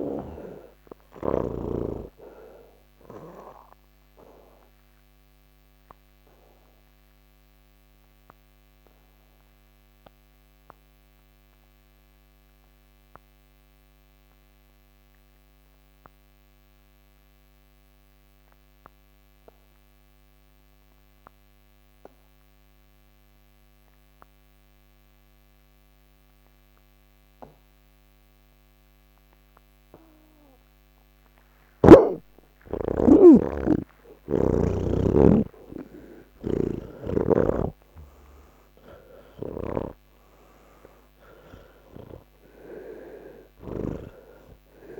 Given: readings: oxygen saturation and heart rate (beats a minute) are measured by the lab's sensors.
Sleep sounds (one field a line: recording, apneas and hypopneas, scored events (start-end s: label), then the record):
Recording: breathing in sleep by a microphone on the trachea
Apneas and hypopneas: 1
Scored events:
0.00-17.50 s: oxygen desaturation (device-marked, oxygen 80% lowest, heart rate 88 extreme)
3.50-33.00 s: obstructive apnea (oxygen 98% before, 79% lowest, heart rate 172 before, 88 extreme)
19.50-45.00 s: oxygen desaturation (device-marked, oxygen 98% before, 79% lowest, heart rate 178 before, 80 extreme)
36.50-45.00 s: snoring (device-marked)
From the record:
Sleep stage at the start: N2 (light sleep)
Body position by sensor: on the back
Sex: male